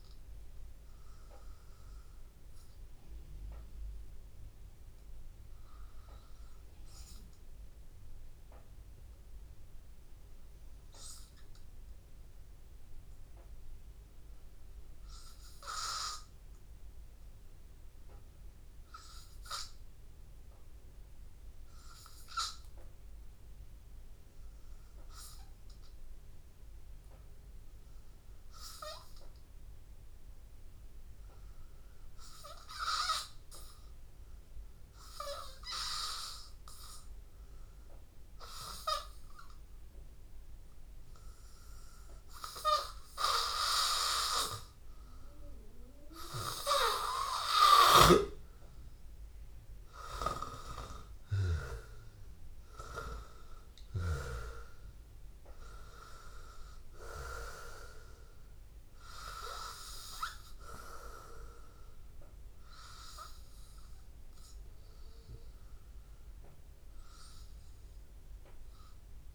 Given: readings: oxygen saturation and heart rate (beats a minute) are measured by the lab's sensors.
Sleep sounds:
breathing in sleep by a room microphone; 1
0.00-14.50 s: oxygen desaturation (device-marked, oxygen 92% lowest, heart rate 74 extreme)
10.00-45.00 s: hypopnea (oxygen 96% before, 87% lowest, heart rate 84 before, 74 extreme, up 4 after)
28.50-69.35 s: oxygen desaturation (device-marked, oxygen 98% before, 87% lowest, heart rate 78 before, 85 extreme)
45.50-50.00 s: arousal
49.00-51.00 s: long interval between heartbeats (device-marked, heart rate 85 before, 87 extreme)
From the record:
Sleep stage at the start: N2 (light sleep); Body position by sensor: on the back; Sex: male

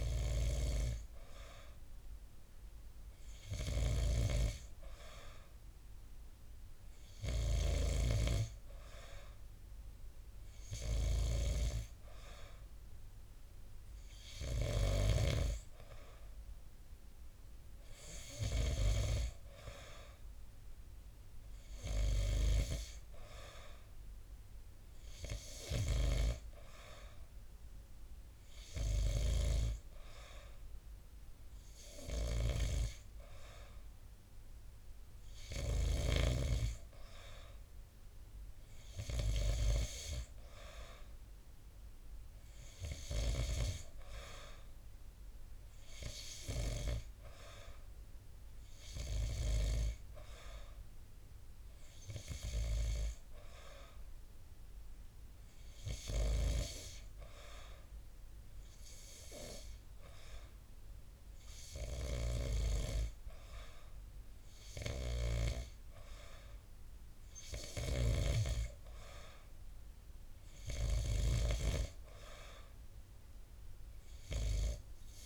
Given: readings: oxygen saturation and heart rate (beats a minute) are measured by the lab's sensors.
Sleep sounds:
breathing in sleep by a room microphone; none
none scored
From the record:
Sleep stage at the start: N2 (light sleep); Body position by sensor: on the back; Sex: male

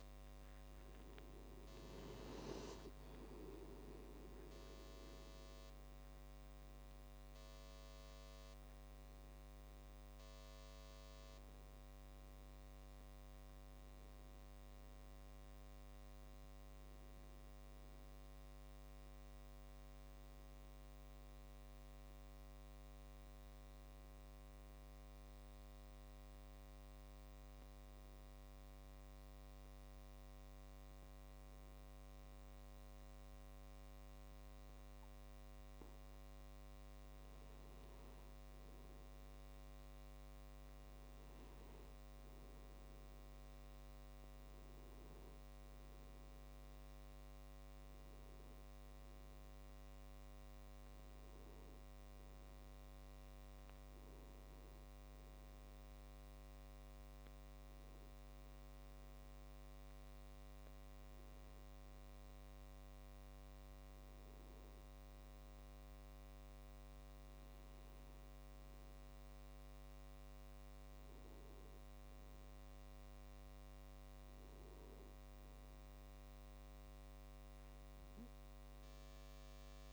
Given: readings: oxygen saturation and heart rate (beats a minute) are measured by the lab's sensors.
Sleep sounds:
a person partly awake in a sleep study, hard to hear, by a microphone on the trachea; 2
13.50-43.50 s: new sleep stage, N1 (lightest sleep)
24.50-36.00 s: obstructive apnea (oxygen 97% before, 93% lowest, heart rate 35 before, 49 extreme, up 45 after)
40.00-44.50 s: arousal
43.50-63.50 s: oxygen desaturation (device-marked, oxygen 97% before, 93% lowest, heart rate 59 before, 49 extreme)
43.50-79.93 s: new sleep stage, N2 (light sleep)
56.50-66.50 s: hypopnea (oxygen 98% before, 93% lowest, heart rate 75 before, 49 extreme)
58.50-75.50 s: tachycardia (device-marked, heart rate 61 before, 208 extreme)
69.50-73.00 s: arousal
From the record:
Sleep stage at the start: awake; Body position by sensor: on the back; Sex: male

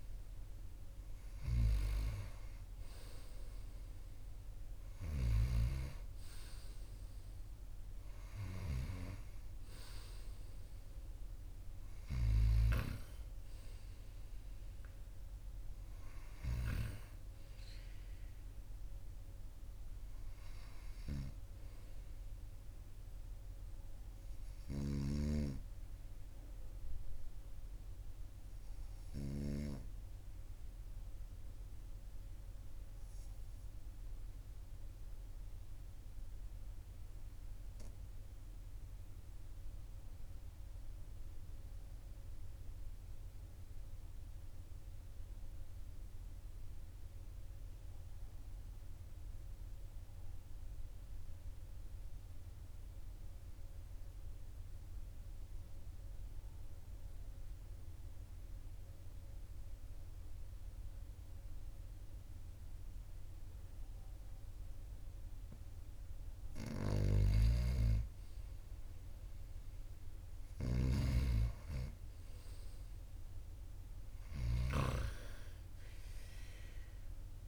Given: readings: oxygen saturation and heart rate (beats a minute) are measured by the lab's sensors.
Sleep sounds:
breathing in sleep by a room microphone; 1
34.50-65.00 s: obstructive apnea (oxygen 97% before, 94% lowest, heart rate 44 before, 42 extreme, up 3 after)
61.50-63.50 s: oxygen desaturation (device-marked, oxygen 99% before, 97% lowest, heart rate 42 before, 43 extreme)
66.50-74.50 s: snoring (device-marked)
69.00-75.00 s: arousal
From the record:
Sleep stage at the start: N2 (light sleep); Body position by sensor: on the right side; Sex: male

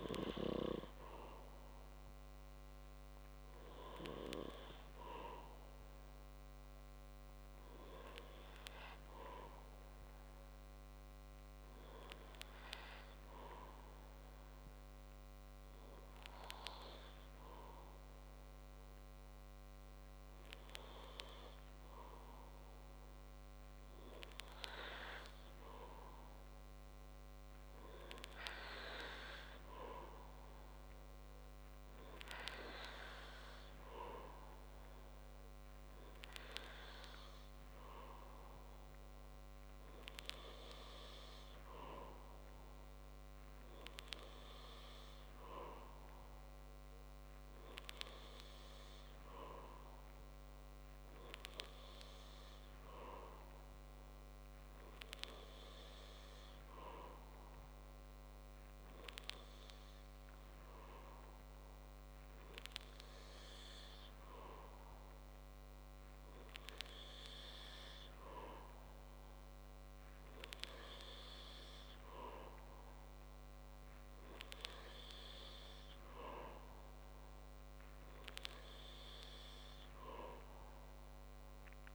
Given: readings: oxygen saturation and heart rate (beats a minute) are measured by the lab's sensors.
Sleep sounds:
breathing in sleep by a microphone on the trachea; none
none scored
From the record:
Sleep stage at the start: N3 (deep sleep); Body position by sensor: on the back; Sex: male

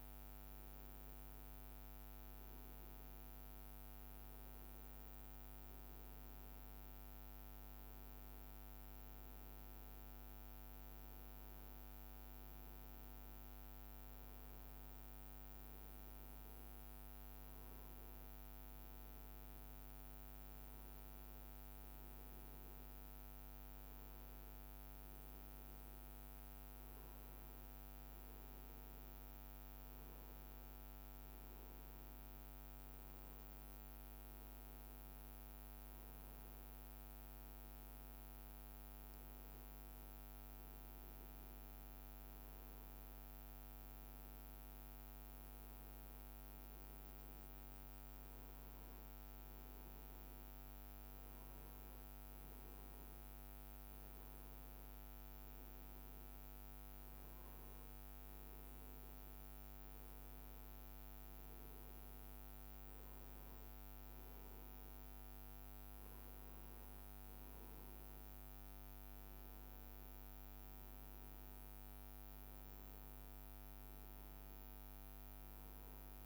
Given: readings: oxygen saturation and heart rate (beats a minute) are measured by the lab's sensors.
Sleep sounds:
breathing in sleep, hard to hear, by a microphone on the trachea; none
39.00-41.00 s: long interval between heartbeats (device-marked, heart rate 68 before, 77 extreme)
From the record:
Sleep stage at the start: N1 (lightest sleep); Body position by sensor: on the right side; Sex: male

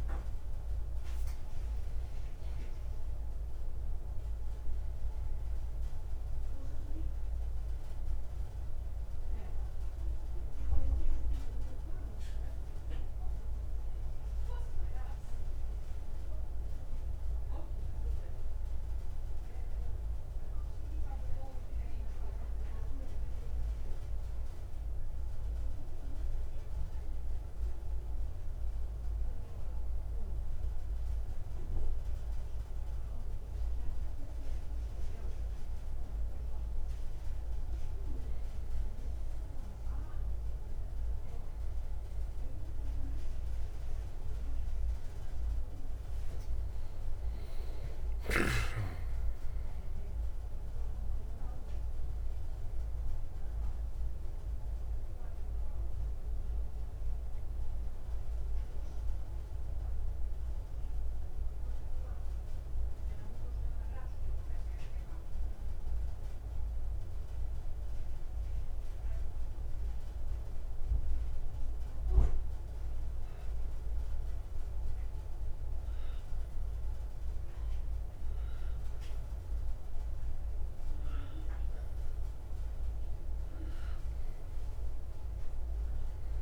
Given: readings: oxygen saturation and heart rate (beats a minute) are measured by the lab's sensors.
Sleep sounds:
breathing in sleep, hard to hear, by a room microphone; none
43.50-86.42 s: new sleep stage, N2 (light sleep)
From the record:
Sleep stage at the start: N1 (lightest sleep); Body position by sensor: on the right side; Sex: male

